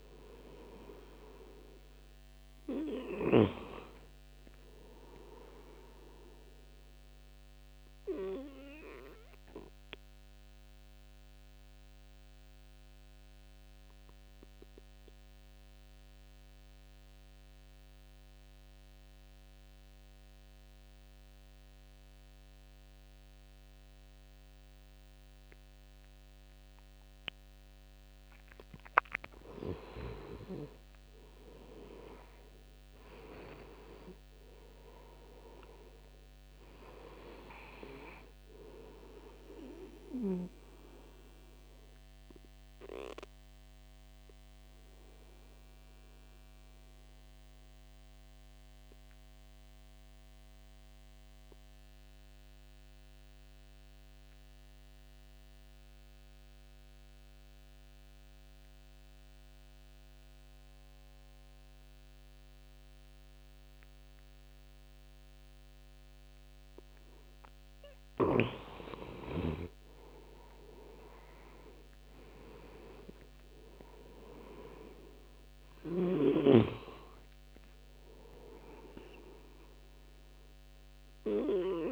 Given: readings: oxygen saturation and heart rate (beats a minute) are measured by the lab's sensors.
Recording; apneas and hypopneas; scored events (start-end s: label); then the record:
breathing in sleep by a microphone on the trachea; 2
0.00-15.00 s: oxygen desaturation (device-marked, oxygen 92% lowest, heart rate 70 extreme)
8.00-28.50 s: obstructive apnea (oxygen 99% before, 89% lowest, heart rate 71 before, 69 extreme, up 13 after)
30.50-34.00 s: arousal
31.00-58.00 s: oxygen desaturation (device-marked, oxygen 98% before, 91% lowest, heart rate 74 before, 68 extreme)
41.50-67.50 s: obstructive apnea (oxygen 98% before, 89% lowest, heart rate 79 before, 68 extreme, up 9 after)
68.00-81.92 s: oxygen desaturation (device-marked, oxygen 99% before, 89% lowest, heart rate 70 before, 69 extreme)
71.50-75.50 s: arousal
From the record:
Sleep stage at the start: N2 (light sleep); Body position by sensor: on the front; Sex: male